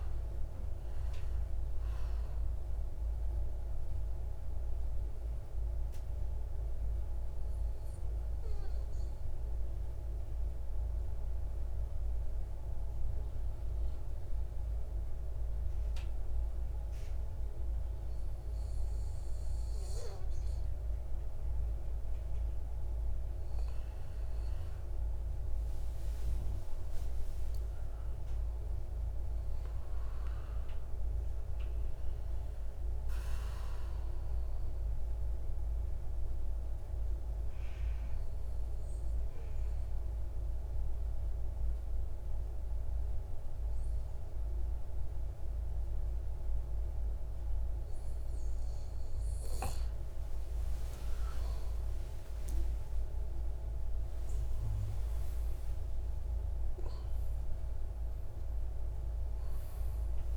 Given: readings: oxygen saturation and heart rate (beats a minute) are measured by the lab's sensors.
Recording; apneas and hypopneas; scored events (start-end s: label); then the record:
breathing in sleep, hard to hear, by a room microphone; 2
0.00-10.00 s: oxygen desaturation (device-marked, oxygen 94% lowest, heart rate 65 extreme)
2.00-24.00 s: mixed apnea (oxygen 99% before, 94% lowest, heart rate 92 before, 65 extreme, up 50 after)
26.00-30.50 s: arousal
26.00-50.00 s: oxygen desaturation (device-marked, oxygen 98% before, 94% lowest, heart rate 83 before, 87 extreme)
35.00-48.50 s: obstructive apnea (oxygen 98% before, 94% lowest, heart rate 96 before, 87 extreme, up 18 after)
46.00-60.37 s: new sleep stage, awake
From the record:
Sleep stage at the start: N2 (light sleep); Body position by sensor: on the right side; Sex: male